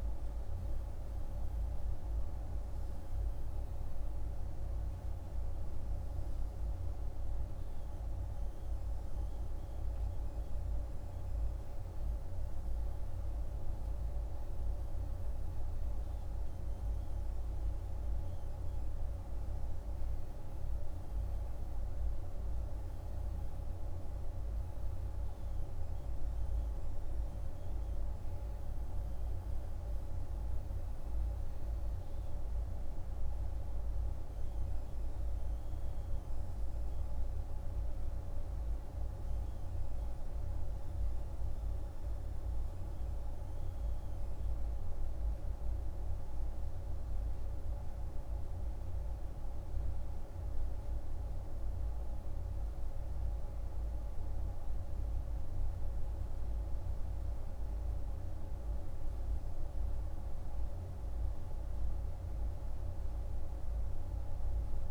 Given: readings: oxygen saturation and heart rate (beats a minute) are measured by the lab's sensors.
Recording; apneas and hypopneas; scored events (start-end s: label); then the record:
breathing in sleep, hard to hear, by a room microphone; none
none scored
From the record:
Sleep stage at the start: N2 (light sleep); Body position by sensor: on the right side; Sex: male